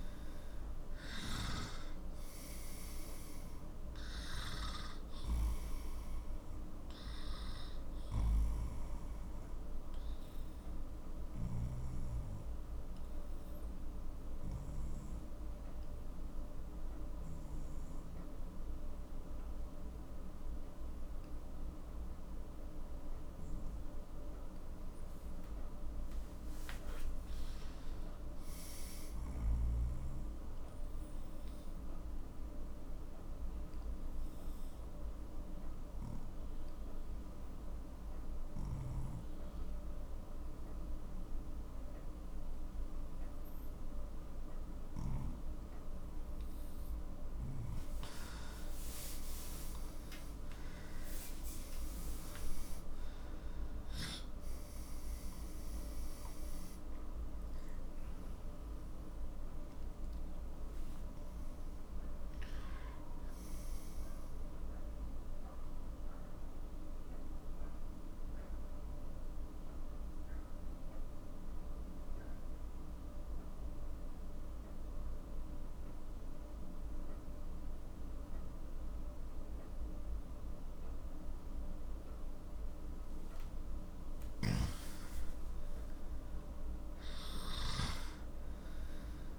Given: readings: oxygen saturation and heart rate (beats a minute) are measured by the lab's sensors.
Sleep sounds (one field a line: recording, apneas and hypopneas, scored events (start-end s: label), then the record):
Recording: breathing in sleep, hard to hear, by a room microphone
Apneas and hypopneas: 2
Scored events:
0.00-21.50 s: oxygen desaturation (device-marked, oxygen 91% lowest, heart rate 40 extreme)
4.00-47.50 s: obstructive apnea (oxygen 98% before, 91% lowest, heart rate 53 before, 37 extreme, up 15 after)
49.00-53.50 s: arousal
51.50-65.50 s: oxygen desaturation (device-marked, oxygen 95% before, 91% lowest, heart rate 49 before, 37 extreme)
65.00-84.50 s: obstructive apnea (oxygen 96% before, 91% lowest, heart rate 56 before, 37 extreme, up 16 after)
84.50-88.00 s: snoring (device-marked)
86.00-89.39 s: arousal
From the record:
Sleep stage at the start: N2 (light sleep)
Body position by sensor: on the left side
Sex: male